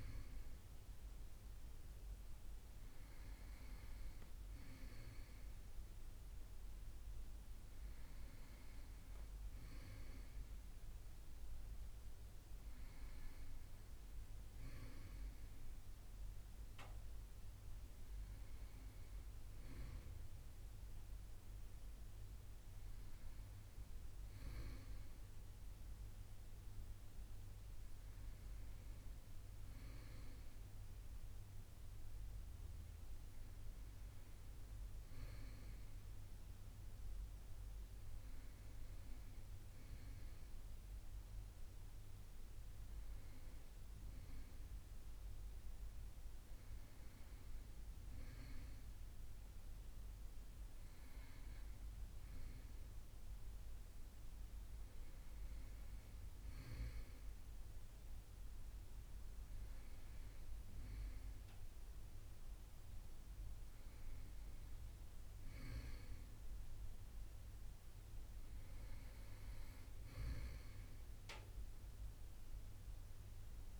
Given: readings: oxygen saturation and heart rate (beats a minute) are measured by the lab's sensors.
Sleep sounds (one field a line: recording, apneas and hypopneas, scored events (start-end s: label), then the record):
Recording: a person awake in a sleep study, hard to hear, by a room microphone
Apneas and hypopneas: none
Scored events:
none scored
From the record:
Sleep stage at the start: awake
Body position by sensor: on the right side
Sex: male